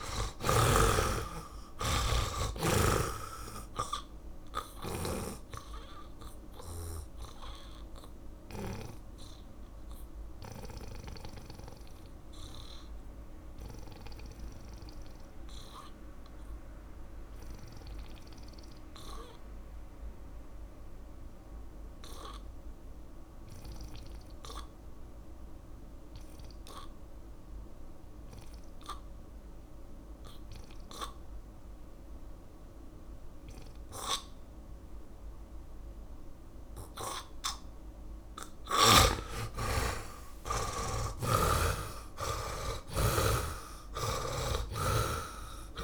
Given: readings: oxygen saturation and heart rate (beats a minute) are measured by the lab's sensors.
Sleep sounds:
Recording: breathing in sleep by a room microphone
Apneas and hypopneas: 1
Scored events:
0.00-1.00 s: snoring (device-marked)
0.00-2.50 s: arousal
0.00-23.50 s: oxygen desaturation (device-marked, oxygen 75% lowest)
6.50-38.50 s: obstructive apnea (oxygen 99% before, 75% lowest)
35.50-45.84 s: oxygen desaturation (device-marked, oxygen 99% before, 76% lowest)
40.00-44.00 s: arousal
41.50-45.00 s: snoring (device-marked)
From the record:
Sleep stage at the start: N2 (light sleep)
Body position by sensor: on the back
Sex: male

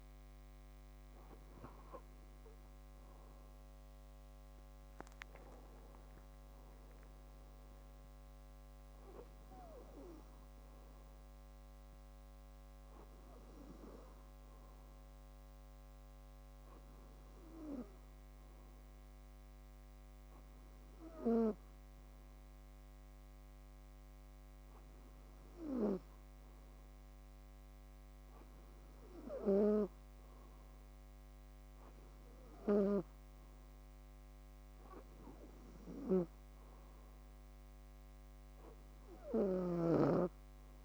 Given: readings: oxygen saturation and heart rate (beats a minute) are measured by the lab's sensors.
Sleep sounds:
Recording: breathing in sleep by a microphone on the trachea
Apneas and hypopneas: none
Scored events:
39.00-40.85 s: snoring (device-marked)
From the record:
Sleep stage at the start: N2 (light sleep)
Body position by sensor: on the back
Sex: female

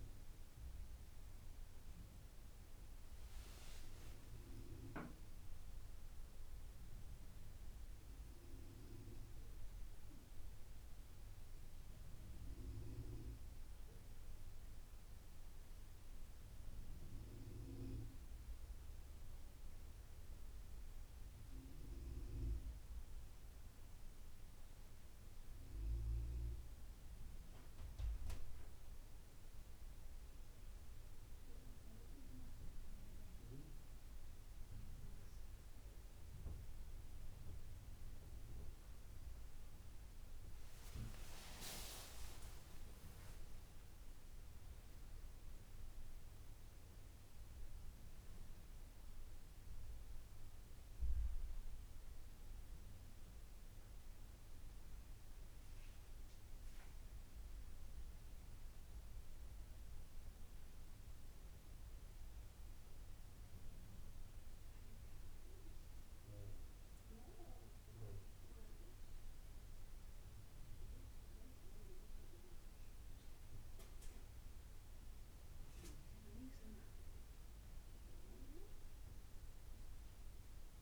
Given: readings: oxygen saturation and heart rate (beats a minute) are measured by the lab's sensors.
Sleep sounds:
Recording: a person partly awake in a sleep study, by a room microphone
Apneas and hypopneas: none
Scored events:
4.00-8.00 s: arousal
33.50-63.50 s: new sleep stage, awake
63.50-80.81 s: new sleep stage, N1 (lightest sleep)
From the record:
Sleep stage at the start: N1 (lightest sleep)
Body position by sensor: on the back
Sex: male

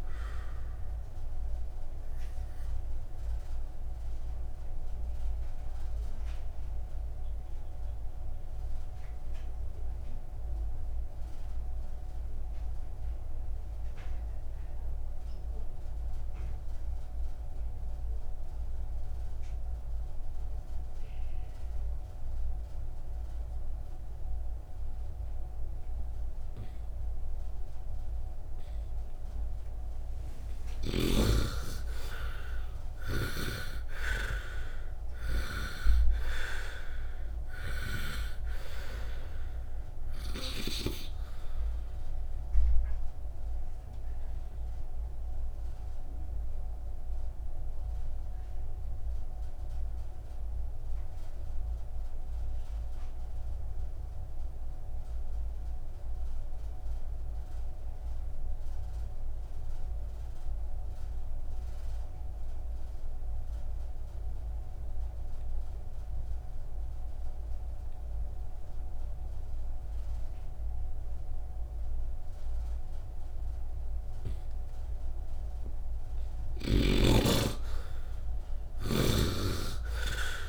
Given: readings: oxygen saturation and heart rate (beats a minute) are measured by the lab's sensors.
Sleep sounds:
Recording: breathing in sleep by a room microphone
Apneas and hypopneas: 2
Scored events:
0.00-18.00 s: oxygen desaturation (device-marked, oxygen 74% lowest, heart rate 55 extreme)
0.50-29.00 s: obstructive apnea (oxygen 98% before, 74% lowest, heart rate 63 before, 55 extreme, up 3 after)
31.50-35.00 s: arousal
41.50-75.00 s: obstructive apnea (oxygen 97% before, 73% lowest, heart rate 59 before, 52 extreme, up 4 after)
43.00-68.00 s: oxygen desaturation (device-marked, oxygen 94% before, 74% lowest, heart rate 60 before, 52 extreme)
74.00-80.49 s: oxygen desaturation (device-marked, oxygen 95% before, 73% lowest, heart rate 62 before, 51 extreme)
77.50-80.49 s: arousal
From the record:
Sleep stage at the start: N2 (light sleep)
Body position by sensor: on the right side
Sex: male

